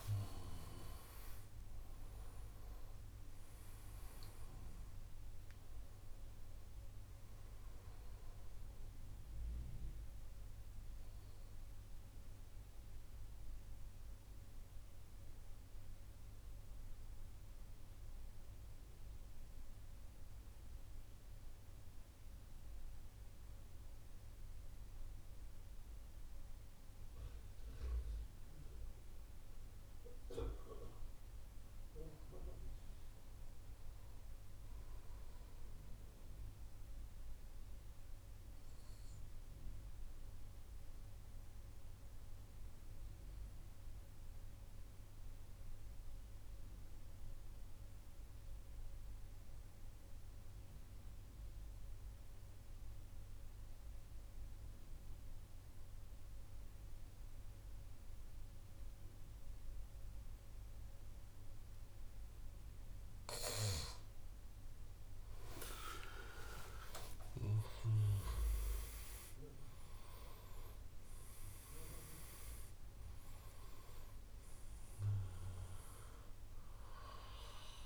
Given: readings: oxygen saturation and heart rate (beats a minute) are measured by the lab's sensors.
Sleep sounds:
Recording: breathing in sleep by a room microphone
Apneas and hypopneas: 2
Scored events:
0.00-1.00 s: arousal
0.00-18.50 s: oxygen desaturation (device-marked, oxygen 91% lowest, heart rate 58 extreme)
13.50-30.50 s: central apnea (oxygen 98% before, 88% lowest, heart rate 71 before, 59 extreme, up 7 after)
32.50-37.00 s: arousal
34.50-50.50 s: oxygen desaturation (device-marked, oxygen 99% before, 95% lowest, heart rate 62 before, 59 extreme)
44.50-63.00 s: mixed apnea (oxygen 99% before, 88% lowest, heart rate 64 before, 59 extreme, up 19 after)
57.50-77.86 s: oxygen desaturation (device-marked, oxygen 96% before, 88% lowest, heart rate 66 before, 59 extreme)
64.00-69.50 s: arousal
From the record:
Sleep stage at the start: N2 (light sleep)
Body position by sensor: on the right side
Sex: male

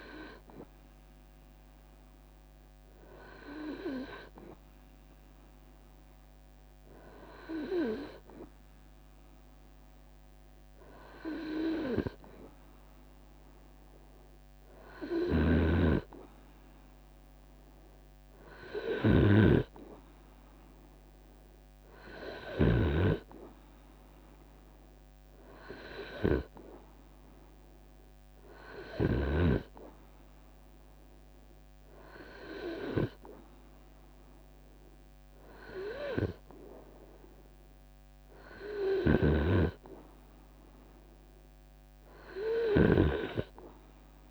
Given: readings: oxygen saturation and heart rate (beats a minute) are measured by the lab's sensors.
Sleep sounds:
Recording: breathing in sleep by a microphone on the trachea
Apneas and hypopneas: none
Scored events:
13.50-23.50 s: drop in pulse transit time (device-marked, heart rate 76 before, 69 extreme)
19.50-21.50 s: long interval between heartbeats (device-marked, heart rate 75 before, 79 extreme)
38.50-44.31 s: drop in pulse transit time (device-marked, heart rate 73 before, 70 extreme)
From the record:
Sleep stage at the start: N2 (light sleep)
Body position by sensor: on the right side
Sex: male

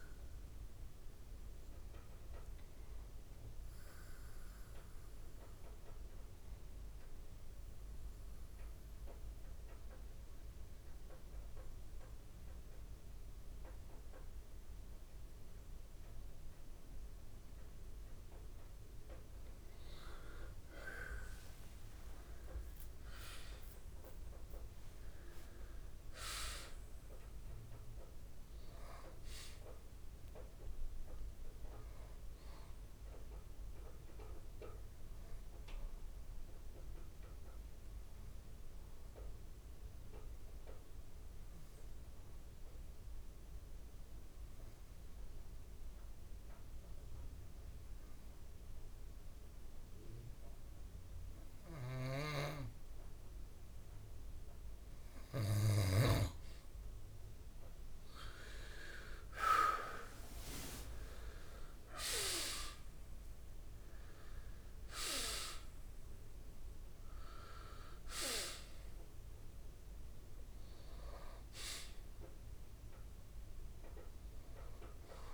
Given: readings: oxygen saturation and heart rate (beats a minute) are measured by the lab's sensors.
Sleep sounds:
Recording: breathing in sleep by a room microphone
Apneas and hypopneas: 2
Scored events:
0.00-10.50 s: oxygen desaturation (device-marked, oxygen 85% lowest)
2.50-18.50 s: mixed apnea (oxygen 97% before, 86% lowest)
20.50-26.00 s: arousal
23.50-44.50 s: oxygen desaturation (device-marked, oxygen 98% before, 92% lowest)
37.50-55.00 s: mixed apnea (oxygen 99% before, 86% lowest)
55.50-75.34 s: oxygen desaturation (device-marked, oxygen 97% before, 86% lowest)
57.50-61.00 s: arousal
From the record:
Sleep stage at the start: N2 (light sleep)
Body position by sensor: on the back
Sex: male

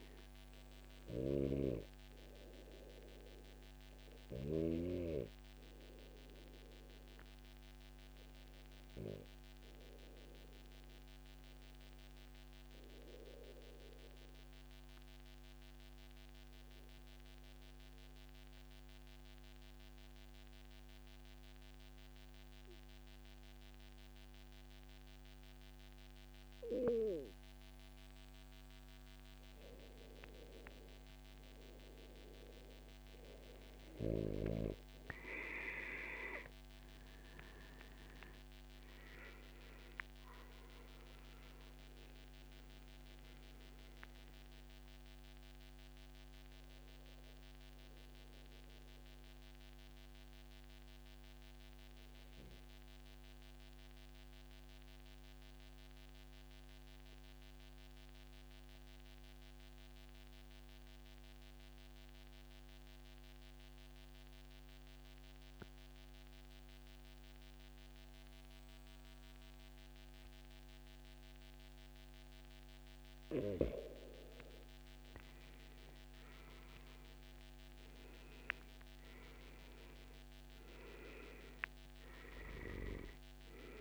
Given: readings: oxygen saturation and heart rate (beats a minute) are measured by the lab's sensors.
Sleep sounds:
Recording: breathing in sleep by a microphone on the trachea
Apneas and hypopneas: 2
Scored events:
7.50-11.50 s: arousal
12.50-14.50 s: long interval between heartbeats (device-marked, heart rate 137 before, 132 extreme)
14.00-27.00 s: obstructive apnea (oxygen 97% before, 92% lowest, heart rate 138 before, 106 extreme, up 38 after)
15.00-17.00 s: long interval between heartbeats (device-marked, heart rate 138 before, 114 extreme)
28.50-33.00 s: arousal
31.50-53.50 s: oxygen desaturation (device-marked, oxygen 97% before, 92% lowest, heart rate 126 before, 100 extreme)
50.00-73.00 s: obstructive apnea (oxygen 97% before, 92% lowest, heart rate 139 before, 101 extreme, up 28 after)
63.50-65.50 s: long interval between heartbeats (device-marked, heart rate 120 before, 116 extreme)
76.00-79.00 s: arousal
81.50-83.81 s: oxygen desaturation (device-marked, oxygen 97% before, 93% lowest, heart rate 132 before, 107 extreme)
From the record:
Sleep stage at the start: N2 (light sleep)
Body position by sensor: on the back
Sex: male

